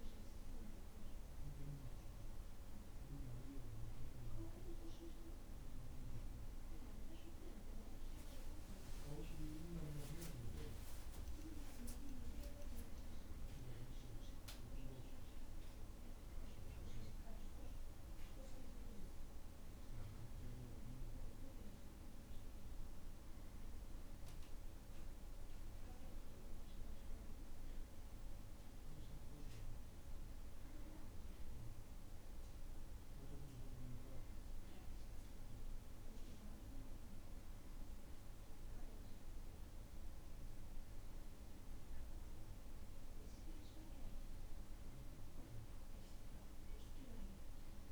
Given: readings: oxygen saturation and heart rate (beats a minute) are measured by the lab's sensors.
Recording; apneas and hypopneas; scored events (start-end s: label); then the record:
breathing in sleep by a room microphone; none
none scored
From the record:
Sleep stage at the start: N1 (lightest sleep); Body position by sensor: on the back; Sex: male